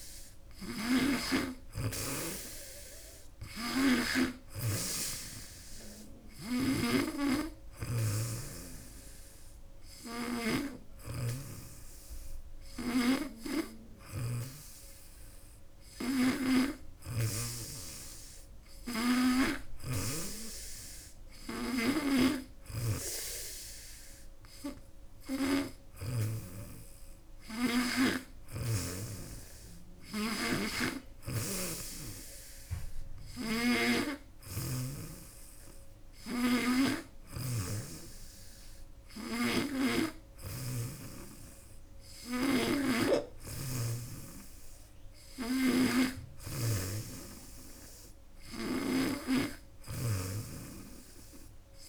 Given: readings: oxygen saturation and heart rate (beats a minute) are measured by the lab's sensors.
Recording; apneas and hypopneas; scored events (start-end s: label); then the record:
breathing in sleep by a room microphone; none
0.00-4.00 s: snoring (device-marked)
6.00-20.00 s: snoring (device-marked)
22.00-26.00 s: snoring (device-marked)
33.00-40.50 s: snoring (device-marked)
45.00-51.88 s: snoring (device-marked)
From the record:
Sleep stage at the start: N2 (light sleep); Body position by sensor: on the back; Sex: female